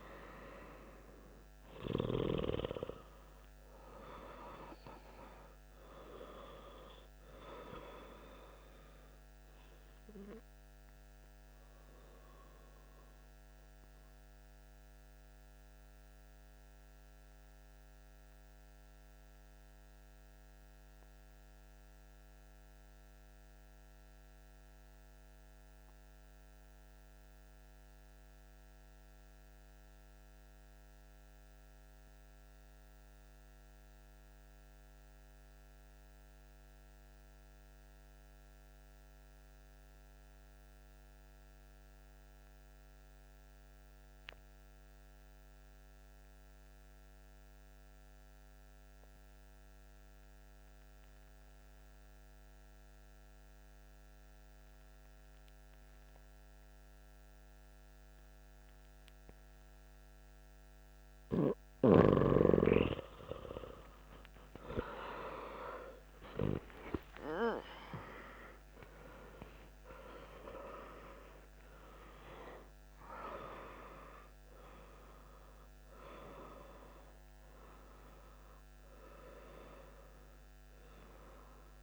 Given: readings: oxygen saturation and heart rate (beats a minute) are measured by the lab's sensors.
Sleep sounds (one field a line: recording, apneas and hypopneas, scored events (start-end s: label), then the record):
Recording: breathing in sleep by a microphone on the trachea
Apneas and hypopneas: 1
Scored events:
0.00-17.00 s: oxygen desaturation (device-marked, oxygen 90% lowest)
9.50-63.50 s: mixed apnea (oxygen 96% before, 89% lowest)
45.00-81.83 s: oxygen desaturation (device-marked, oxygen 98% before, 89% lowest)
65.00-70.50 s: arousal
From the record:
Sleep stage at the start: N2 (light sleep)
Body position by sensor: on the back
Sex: male